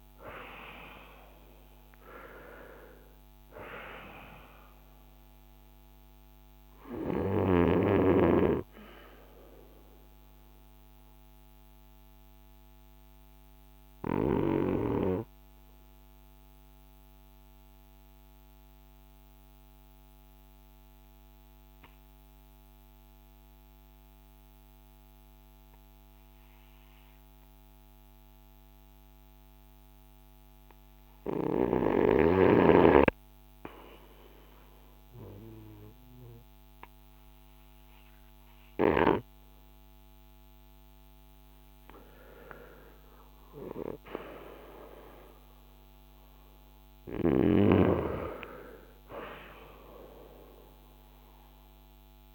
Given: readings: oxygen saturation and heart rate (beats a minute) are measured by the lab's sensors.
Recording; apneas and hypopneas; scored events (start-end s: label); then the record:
breathing in sleep by a microphone on the trachea; 1
0.00-35.50 s: oxygen desaturation (device-marked, oxygen 68% lowest, heart rate 50 extreme)
10.50-40.50 s: obstructive apnea (oxygen 80% before, 68% lowest, heart rate 67 before, 49 extreme, up 5 after)
42.50-47.00 s: arousal
48.50-52.34 s: oxygen desaturation (device-marked, oxygen 96% before, 83% lowest, heart rate 58 before, 46 extreme)
From the record:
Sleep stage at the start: REM sleep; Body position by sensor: on the front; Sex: male